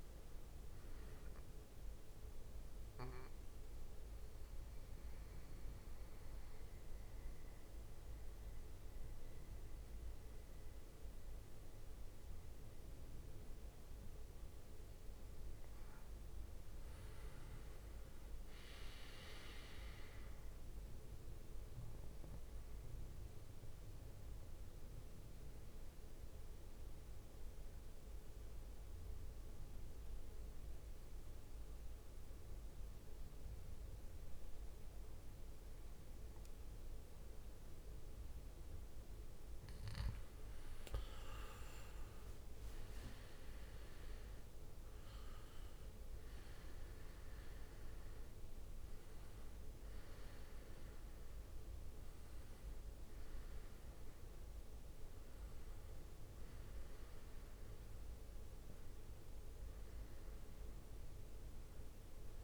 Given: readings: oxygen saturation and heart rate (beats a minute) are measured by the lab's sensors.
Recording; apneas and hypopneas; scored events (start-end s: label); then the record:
breathing in sleep, hard to hear, by a room microphone; 2
0.00-3.50 s: drop in pulse transit time (device-marked, heart rate 66 extreme)
0.00-3.50 s: oxygen desaturation (device-marked, oxygen 91% lowest, heart rate 54 extreme)
2.00-13.50 s: central apnea (oxygen 97% before, 92% lowest, heart rate 70 before, 53 extreme, up 8 after)
13.50-17.50 s: arousal
22.50-38.50 s: central apnea (oxygen 99% before, 92% lowest, heart rate 61 before, 53 extreme, up 16 after)
41.00-44.00 s: leg movement (device-marked)
41.00-46.00 s: arousal
41.50-61.50 s: oxygen desaturation (device-marked, oxygen 97% before, 92% lowest, heart rate 57 before, 57 extreme)
42.50-62.44 s: drop in pulse transit time (device-marked, heart rate 57 before, 61 extreme)
From the record:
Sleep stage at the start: N2 (light sleep); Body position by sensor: on the back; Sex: male